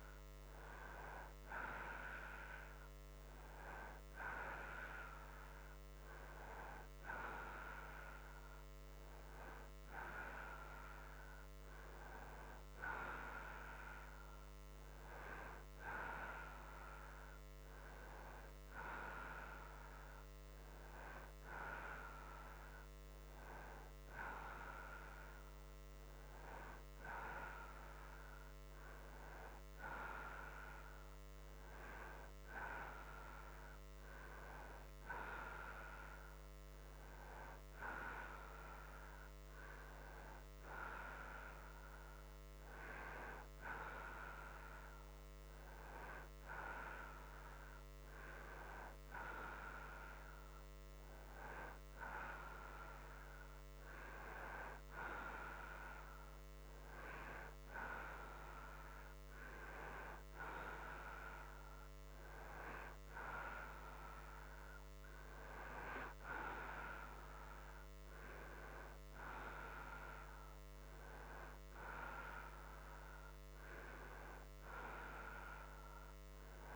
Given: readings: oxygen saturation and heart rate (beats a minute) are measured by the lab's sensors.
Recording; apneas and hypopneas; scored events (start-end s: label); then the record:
breathing in sleep by a microphone on the trachea; none
none scored
From the record:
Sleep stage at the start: N2 (light sleep); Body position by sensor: upright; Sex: male